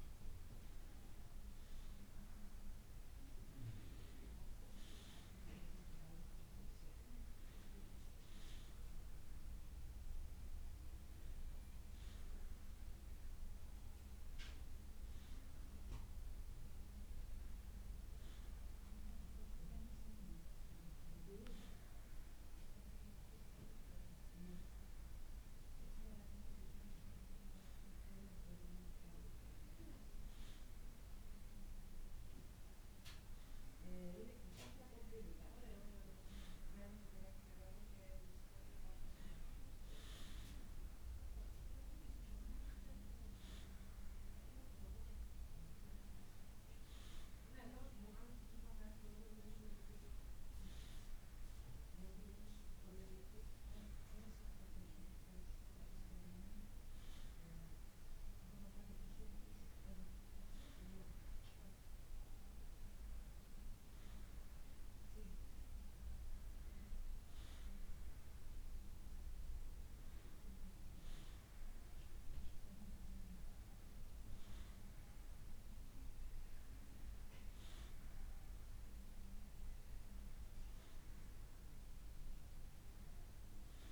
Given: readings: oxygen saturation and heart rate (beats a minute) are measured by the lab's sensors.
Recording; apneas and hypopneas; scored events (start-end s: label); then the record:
breathing in sleep by a room microphone; none
38.00-42.50 s: arousal
From the record:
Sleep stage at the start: N1 (lightest sleep); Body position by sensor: on the back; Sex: male